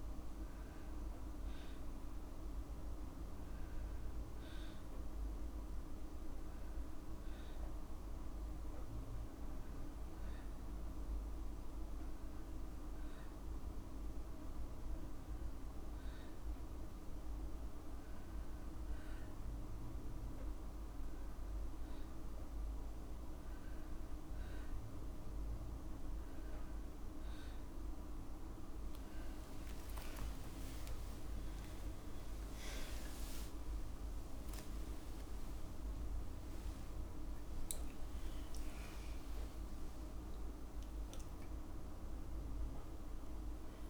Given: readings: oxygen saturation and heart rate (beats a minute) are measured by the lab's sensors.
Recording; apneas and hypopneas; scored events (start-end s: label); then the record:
a person awake in a sleep study, hard to hear, by a room microphone; 1
0.00-3.50 s: arousal
11.50-25.00 s: obstructive apnea (oxygen 97% before, 96% lowest, heart rate 58 before, 57 extreme, up 14 after)
20.50-43.89 s: new sleep stage, awake
23.00-25.00 s: long interval between heartbeats (device-marked, heart rate 58 before, 68 extreme)
29.00-31.00 s: long interval between heartbeats (device-marked, heart rate 61 before, 67 extreme)
From the record:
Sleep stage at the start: N2 (light sleep); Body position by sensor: on the back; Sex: female